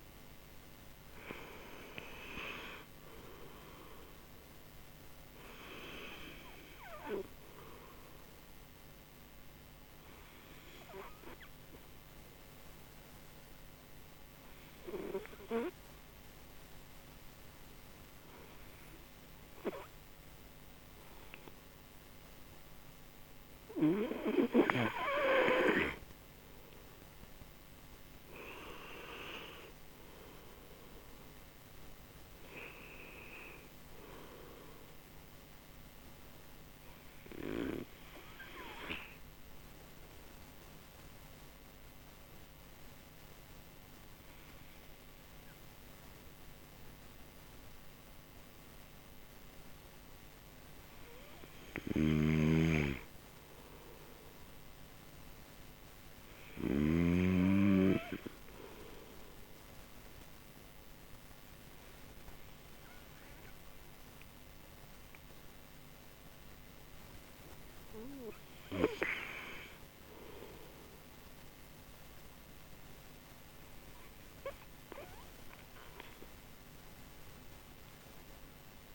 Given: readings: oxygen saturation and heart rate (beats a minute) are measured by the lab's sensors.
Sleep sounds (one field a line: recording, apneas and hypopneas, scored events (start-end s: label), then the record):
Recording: breathing in sleep by a microphone on the trachea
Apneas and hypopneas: 1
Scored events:
1.50-5.00 s: arousal
4.00-23.00 s: oxygen desaturation (device-marked, oxygen 97% before, 93% lowest)
9.50-22.00 s: hypopnea (oxygen 97% before, 93% lowest)
26.00-30.00 s: arousal
From the record:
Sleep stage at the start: N2 (light sleep)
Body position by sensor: on the right side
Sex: male